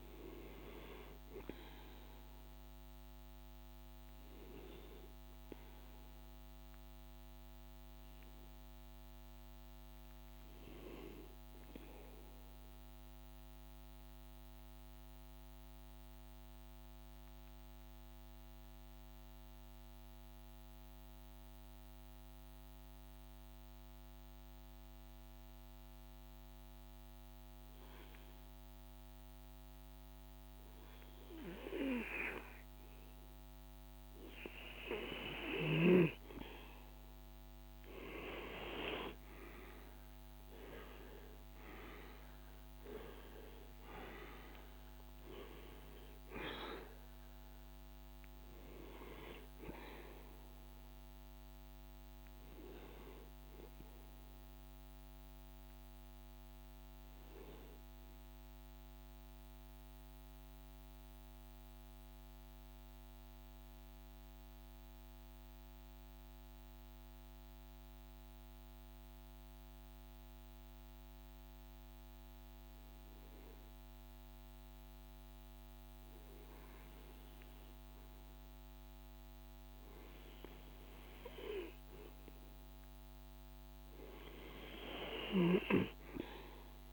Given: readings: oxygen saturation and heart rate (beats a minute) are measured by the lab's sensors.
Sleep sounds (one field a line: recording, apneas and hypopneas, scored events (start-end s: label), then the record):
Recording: breathing in sleep by a microphone on the trachea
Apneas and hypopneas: 2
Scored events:
0.00-9.00 s: oxygen desaturation (device-marked, oxygen 92% lowest, heart rate 50 extreme)
12.00-29.50 s: hypopnea (oxygen 98% before, 90% lowest, heart rate 54 before, 50 extreme, up 4 after)
36.00-40.50 s: arousal
36.00-61.00 s: oxygen desaturation (device-marked, oxygen 98% before, 90% lowest, heart rate 51 before, 50 extreme)
58.00-75.00 s: hypopnea (oxygen 98% before, 92% lowest, heart rate 56 before, 52 extreme, up 1 after)
76.00-80.50 s: arousal
78.00-86.93 s: oxygen desaturation (device-marked, oxygen 99% before, 92% lowest, heart rate 53 before, 52 extreme)
From the record:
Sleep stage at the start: N2 (light sleep)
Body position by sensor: on the right side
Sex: male